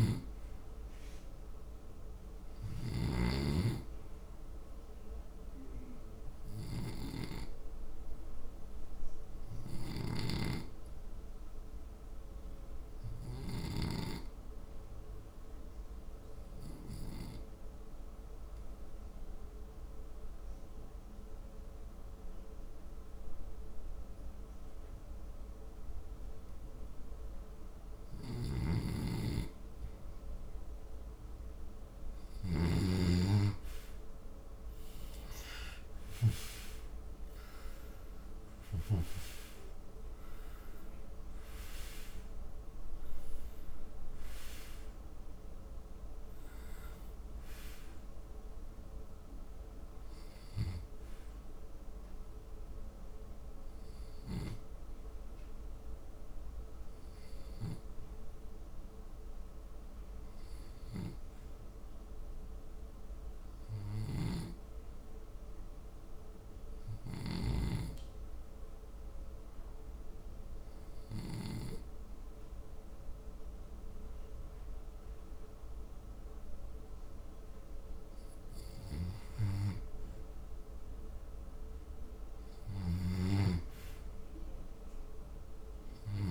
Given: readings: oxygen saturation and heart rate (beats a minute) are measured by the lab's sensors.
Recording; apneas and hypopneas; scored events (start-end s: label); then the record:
breathing in sleep by a room microphone; 2
0.00-2.00 s: arousal
0.00-3.00 s: snoring (device-marked)
1.50-15.50 s: oxygen desaturation (device-marked, oxygen 94% before, 91% lowest, heart rate 69 before, 63 extreme)
7.00-29.00 s: obstructive apnea (oxygen 96% before, 81% lowest, heart rate 69 before, 63 extreme, up 7 after)
25.50-61.50 s: oxygen desaturation (device-marked, oxygen 92% before, 81% lowest, heart rate 68 before, 63 extreme)
33.50-37.50 s: arousal
52.00-79.50 s: hypopnea (oxygen 92% before, 81% lowest, heart rate 76 before, 64 extreme, up 5 after)
81.50-86.31 s: oxygen desaturation (device-marked, oxygen 98% before, 89% lowest, heart rate 70 before, 64 extreme)
82.50-86.31 s: arousal
82.50-86.31 s: snoring (device-marked)
From the record:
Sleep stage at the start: N2 (light sleep); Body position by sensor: on the back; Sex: male